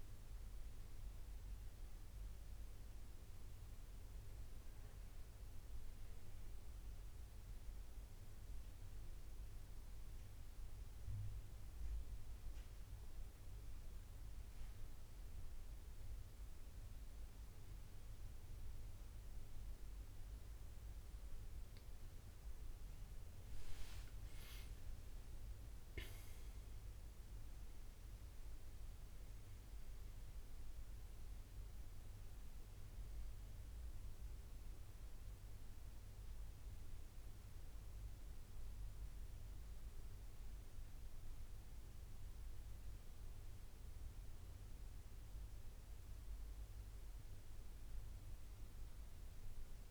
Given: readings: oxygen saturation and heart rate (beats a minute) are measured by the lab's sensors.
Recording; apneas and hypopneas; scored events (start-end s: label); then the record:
breathing in sleep, hard to hear, by a room microphone; 1
0.00-16.00 s: oxygen desaturation (device-marked, oxygen 91% lowest, heart rate 67 extreme)
10.50-22.00 s: central apnea (oxygen 95% before, 88% lowest, heart rate 78 before, 73 extreme, up 14 after)
23.50-28.50 s: arousal
27.00-49.90 s: oxygen desaturation (device-marked, oxygen 95% before, 88% lowest, heart rate 73 before, 69 extreme)
From the record:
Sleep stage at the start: N2 (light sleep); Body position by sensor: on the right side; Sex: male